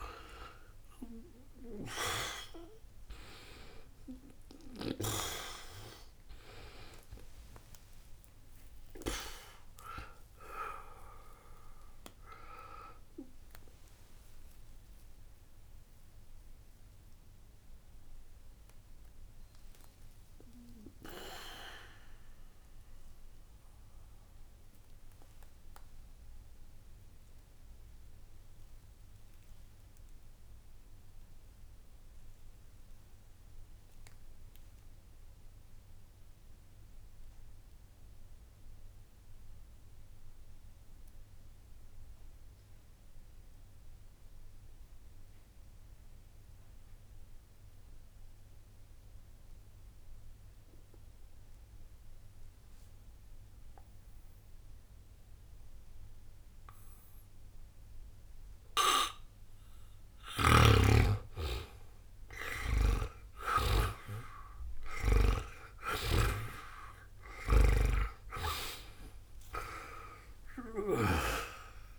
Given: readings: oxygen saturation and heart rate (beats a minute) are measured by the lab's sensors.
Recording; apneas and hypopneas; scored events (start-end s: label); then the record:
breathing in sleep by a room microphone; 1
15.00-59.50 s: obstructive apnea (oxygen 94% before, 77% lowest, heart rate 82 before, 59 extreme, up 0 after)
17.00-40.00 s: oxygen desaturation (device-marked, oxygen 88% before, 77% lowest, heart rate 78 before, 59 extreme)
59.00-71.99 s: oxygen desaturation (device-marked, oxygen 99% before, 82% lowest, heart rate 60 before, 60 extreme)
61.50-65.00 s: arousal
From the record:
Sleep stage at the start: N2 (light sleep); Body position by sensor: on the back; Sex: male